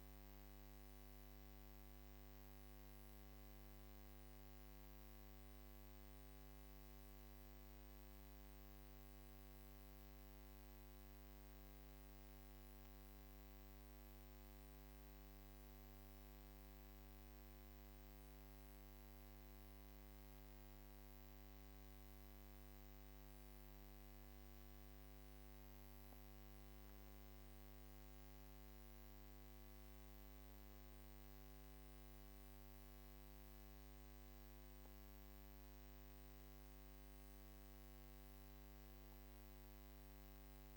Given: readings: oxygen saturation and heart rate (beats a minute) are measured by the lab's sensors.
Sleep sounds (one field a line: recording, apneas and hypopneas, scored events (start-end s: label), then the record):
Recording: breathing in sleep, hard to hear, by a microphone on the trachea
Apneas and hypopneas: none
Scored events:
none scored
From the record:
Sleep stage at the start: N1 (lightest sleep)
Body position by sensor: on the back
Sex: female